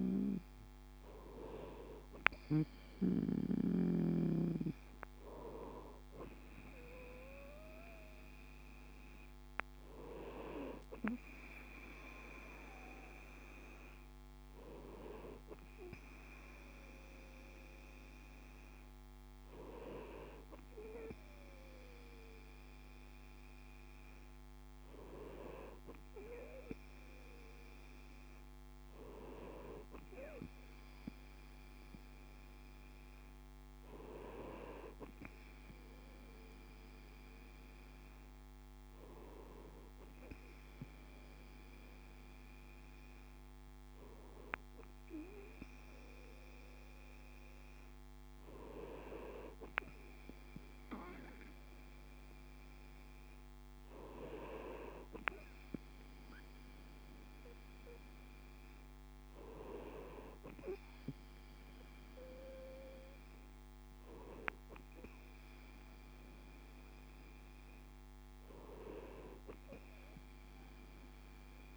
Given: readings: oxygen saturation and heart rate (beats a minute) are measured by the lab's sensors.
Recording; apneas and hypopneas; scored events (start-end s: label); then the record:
breathing in sleep by a microphone on the trachea; none
none scored
From the record:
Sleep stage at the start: N2 (light sleep); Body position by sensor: on the right side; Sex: male